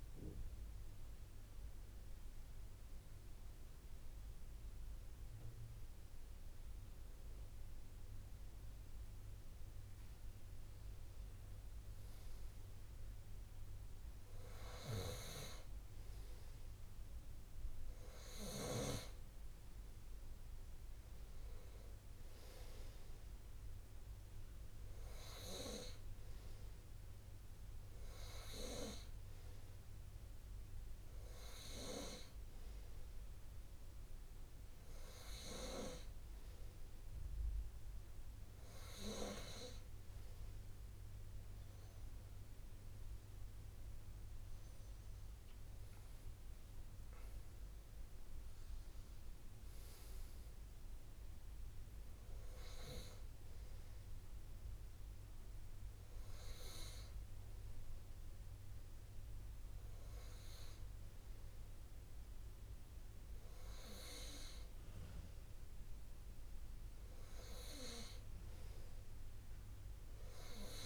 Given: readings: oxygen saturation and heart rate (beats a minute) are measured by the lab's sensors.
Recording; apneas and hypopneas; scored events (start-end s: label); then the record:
a person partly awake in a sleep study, by a room microphone; none
8.50-70.86 s: new sleep stage, N2 (light sleep)
44.50-48.50 s: arousal
49.50-51.50 s: long interval between heartbeats (device-marked, heart rate 65 before, 71 extreme)
54.50-56.50 s: long interval between heartbeats (device-marked, heart rate 65 before, 37 extreme)
63.00-65.00 s: long interval between heartbeats (device-marked)
66.50-68.50 s: long interval between heartbeats (device-marked)
From the record:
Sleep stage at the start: awake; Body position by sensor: on the right side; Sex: male